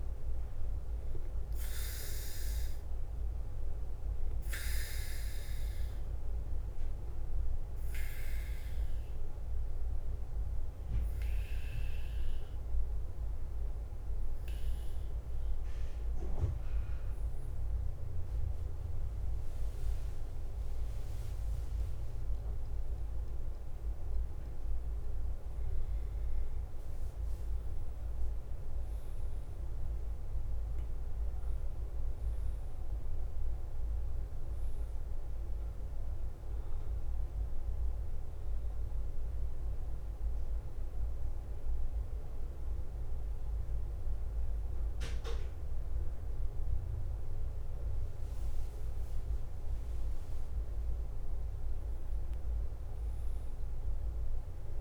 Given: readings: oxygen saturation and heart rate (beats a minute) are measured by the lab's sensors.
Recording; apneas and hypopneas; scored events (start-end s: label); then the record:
breathing in sleep, hard to hear, by a room microphone; 2
0.00-12.00 s: oxygen desaturation (device-marked, oxygen 94% lowest, heart rate 47 extreme)
0.00-51.00 s: bradycardia (device-marked, heart rate 42 extreme)
7.00-18.00 s: obstructive apnea (oxygen 98% before, 94% lowest, heart rate 51 before, 47 extreme, up 5 after)
38.00-48.00 s: obstructive apnea (oxygen 97% before, 95% lowest, heart rate 52 before, 42 extreme, up 18 after)
50.00-54.00 s: arousal
From the record:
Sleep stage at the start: N2 (light sleep); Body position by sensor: on the back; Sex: male